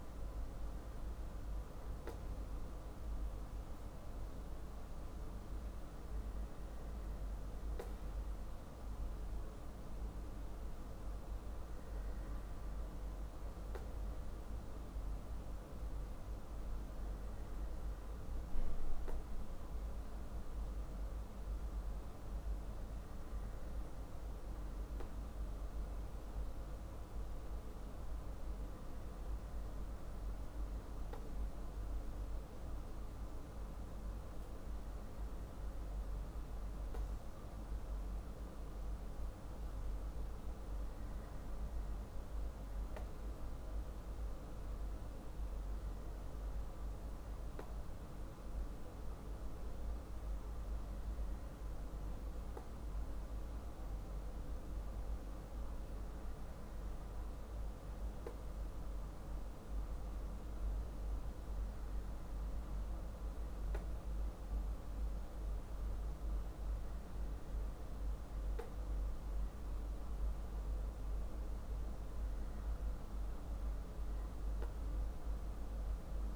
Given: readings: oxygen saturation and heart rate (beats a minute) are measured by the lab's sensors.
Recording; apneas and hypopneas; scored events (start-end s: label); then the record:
breathing in sleep, hard to hear, by a room microphone; none
none scored
From the record:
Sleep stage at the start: N2 (light sleep); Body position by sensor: on the back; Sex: male